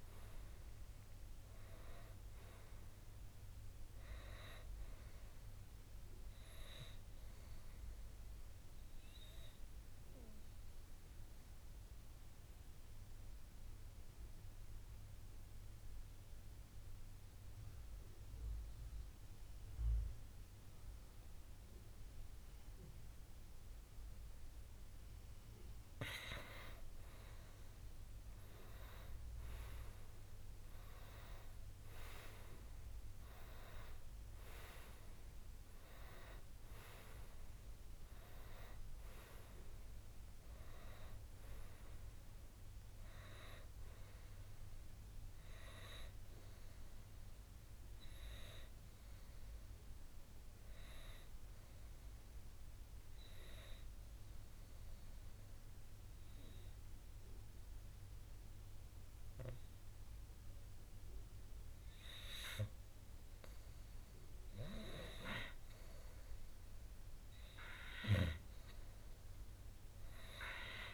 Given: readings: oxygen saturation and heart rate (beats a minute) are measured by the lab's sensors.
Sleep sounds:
breathing in sleep by a room microphone; 2
3.50-22.50 s: oxygen desaturation (device-marked, oxygen 96% before, 91% lowest, heart rate 64 before, 59 extreme)
7.50-25.50 s: obstructive apnea (oxygen 97% before, 90% lowest, heart rate 64 before, 59 extreme, up 8 after)
28.50-33.00 s: arousal
46.50-62.50 s: oxygen desaturation (device-marked, oxygen 94% before, 90% lowest, heart rate 66 before, 58 extreme)
47.50-63.50 s: obstructive apnea (oxygen 95% before, 90% lowest, heart rate 66 before, 58 extreme, up 5 after)
68.50-70.94 s: arousal
From the record:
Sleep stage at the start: N2 (light sleep); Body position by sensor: on the right side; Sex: male

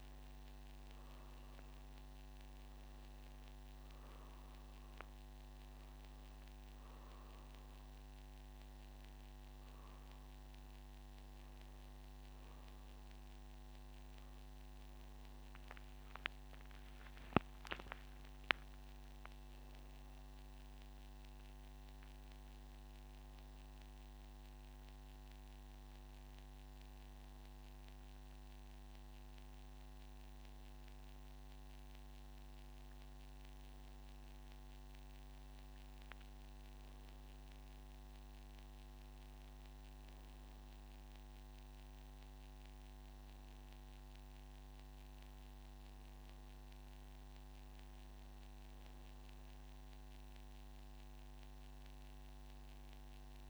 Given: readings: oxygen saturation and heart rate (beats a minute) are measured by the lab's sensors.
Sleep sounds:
breathing in sleep, hard to hear, by a microphone on the trachea; none
5.50-53.50 s: new sleep stage, N2 (light sleep)
From the record:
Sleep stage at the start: N1 (lightest sleep); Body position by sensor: on the back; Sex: male

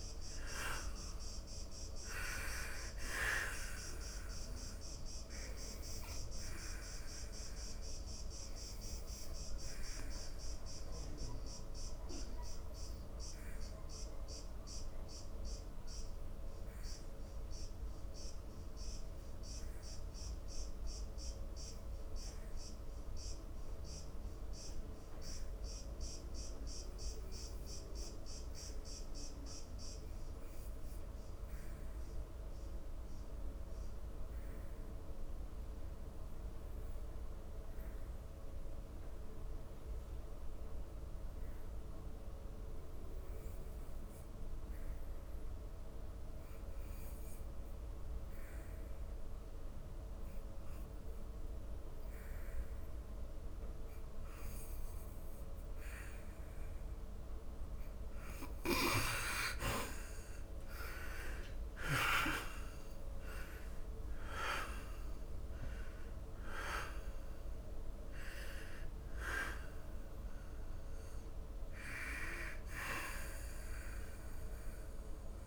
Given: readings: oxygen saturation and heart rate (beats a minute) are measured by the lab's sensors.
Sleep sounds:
breathing in sleep by a room microphone; 1
0.00-1.00 s: arousal
6.50-58.00 s: obstructive apnea (oxygen 99% before, 66% lowest, heart rate 72 before, 53 extreme, up 26 after)
8.00-24.00 s: oxygen desaturation (device-marked, oxygen 92% before, 84% lowest, heart rate 73 before, 53 extreme)
39.00-75.46 s: oxygen desaturation (device-marked, oxygen 96% before, 66% lowest, heart rate 62 before, 55 extreme)
62.00-66.00 s: arousal
From the record:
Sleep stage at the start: N2 (light sleep); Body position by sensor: on the back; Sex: male

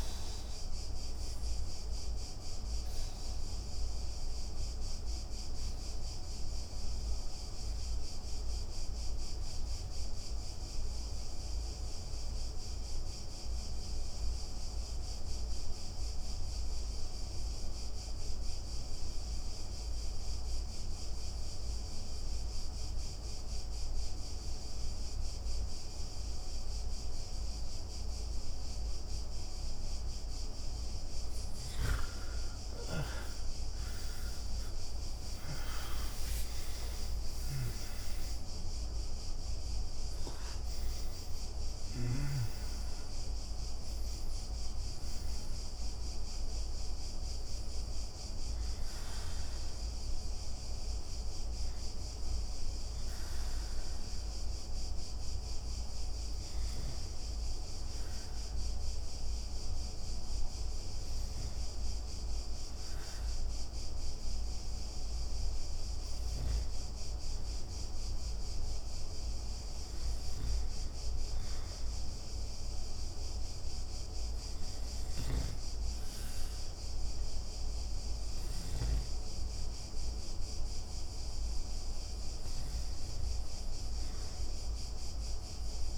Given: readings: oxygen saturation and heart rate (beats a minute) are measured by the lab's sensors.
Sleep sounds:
breathing in sleep, hard to hear, by a room microphone; 1
0.00-26.50 s: oxygen desaturation (device-marked, oxygen 77% lowest)
1.50-30.50 s: obstructive apnea (oxygen 96% before, 77% lowest)
31.50-36.50 s: arousal
43.50-67.50 s: oxygen desaturation (device-marked, oxygen 91% before, 79% lowest)
77.00-81.50 s: arousal
From the record:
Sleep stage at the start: REM sleep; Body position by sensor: on the back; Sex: male

